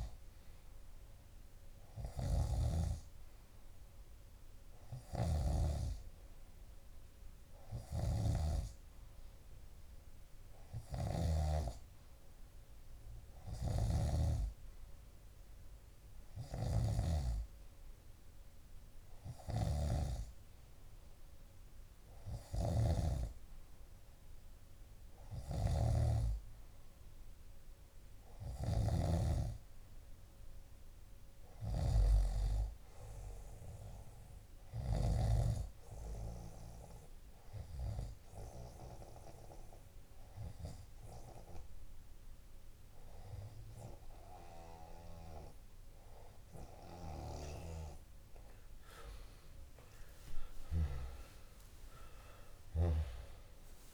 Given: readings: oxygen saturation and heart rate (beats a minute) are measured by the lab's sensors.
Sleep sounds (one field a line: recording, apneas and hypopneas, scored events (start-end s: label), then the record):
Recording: breathing in sleep by a room microphone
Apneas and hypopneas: 1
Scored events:
0.00-11.50 s: snoring (device-marked)
13.50-35.50 s: snoring (device-marked)
35.50-48.00 s: hypopnea (oxygen 94% before, 93% lowest)
51.00-53.94 s: arousal
From the record:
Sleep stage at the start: N2 (light sleep)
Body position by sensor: on the left side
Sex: male